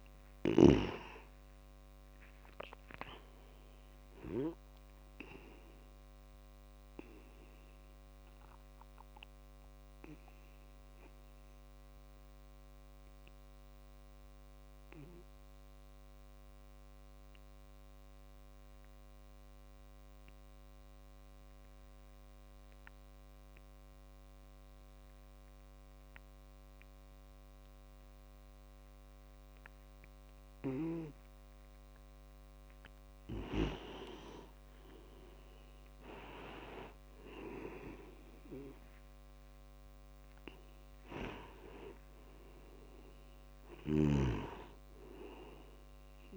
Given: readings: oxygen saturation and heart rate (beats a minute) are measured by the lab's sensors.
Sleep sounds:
breathing in sleep by a microphone on the trachea; 1
0.00-1.00 s: snoring (device-marked)
0.00-2.00 s: arousal
0.00-9.00 s: tachycardia (device-marked, heart rate 161 extreme)
2.00-23.00 s: oxygen desaturation (device-marked, oxygen 97% before, 90% lowest)
8.00-30.50 s: obstructive apnea (oxygen 97% before, 90% lowest)
33.50-37.50 s: arousal
36.00-38.00 s: tachycardia (device-marked, heart rate 36 before, 98 extreme)
40.00-46.36 s: oxygen desaturation (device-marked, oxygen 98% before, 90% lowest, heart rate 59 before, 52 extreme)
From the record:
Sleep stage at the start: N2 (light sleep); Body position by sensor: on the back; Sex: male

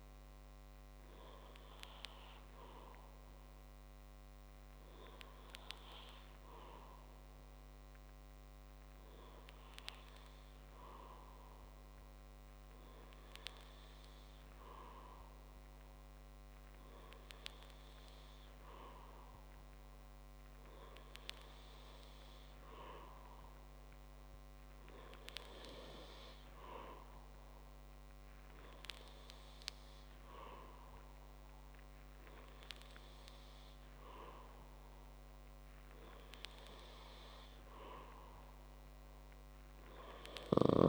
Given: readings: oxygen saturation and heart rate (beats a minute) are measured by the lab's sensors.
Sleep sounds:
breathing in sleep by a microphone on the trachea; none
none scored
From the record:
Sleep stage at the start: N2 (light sleep); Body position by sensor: on the back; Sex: male

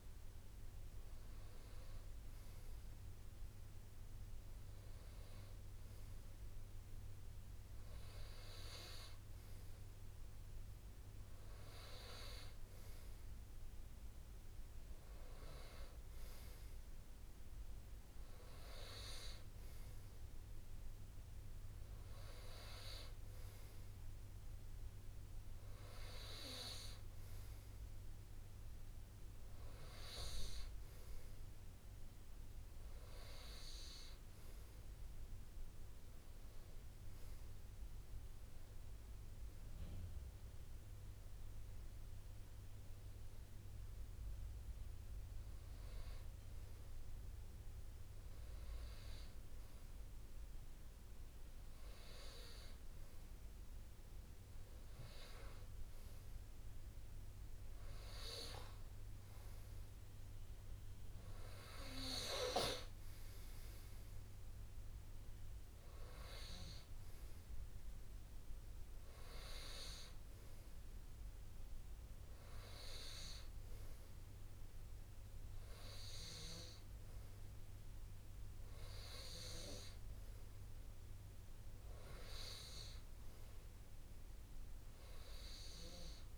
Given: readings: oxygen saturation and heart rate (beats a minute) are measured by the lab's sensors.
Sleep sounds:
breathing in sleep by a room microphone; none
none scored
From the record:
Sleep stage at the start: N2 (light sleep); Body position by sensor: on the right side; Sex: male

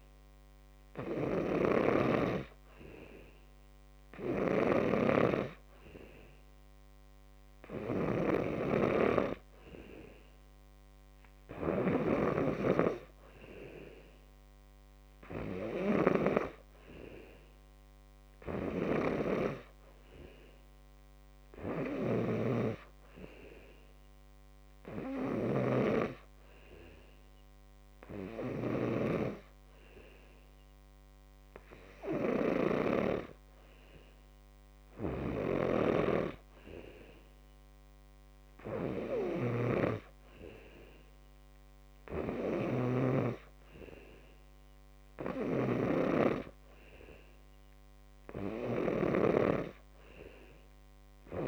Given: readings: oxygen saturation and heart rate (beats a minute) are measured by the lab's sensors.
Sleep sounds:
breathing in sleep by a microphone on the trachea; none
none scored
From the record:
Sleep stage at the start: N2 (light sleep); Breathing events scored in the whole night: 109 in 4.7 hours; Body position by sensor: on the back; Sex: male

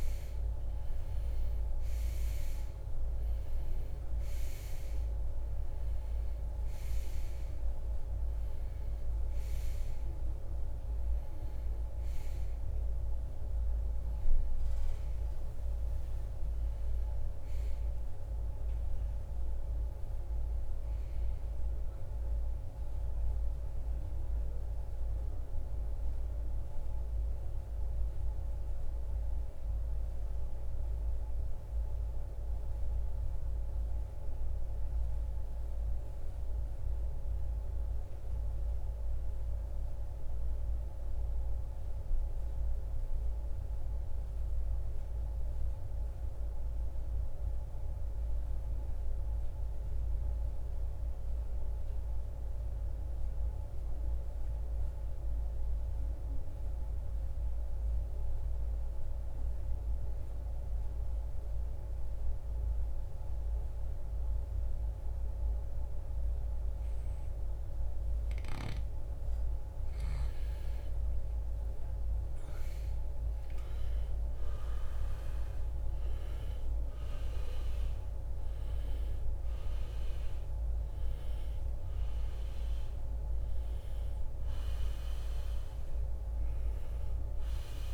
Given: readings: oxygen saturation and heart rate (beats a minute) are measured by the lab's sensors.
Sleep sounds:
breathing in sleep, hard to hear, by a room microphone; 1
0.00-41.50 s: oxygen desaturation (device-marked, oxygen 82% lowest, heart rate 49 extreme)
26.00-69.50 s: mixed apnea (oxygen 96% before, 81% lowest, heart rate 74 before, 49 extreme, up 21 after)
70.50-75.00 s: arousal
71.50-87.94 s: oxygen desaturation (device-marked, oxygen 97% before, 81% lowest, heart rate 53 before, 48 extreme)
From the record:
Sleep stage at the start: N2 (light sleep); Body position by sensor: on the right side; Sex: male

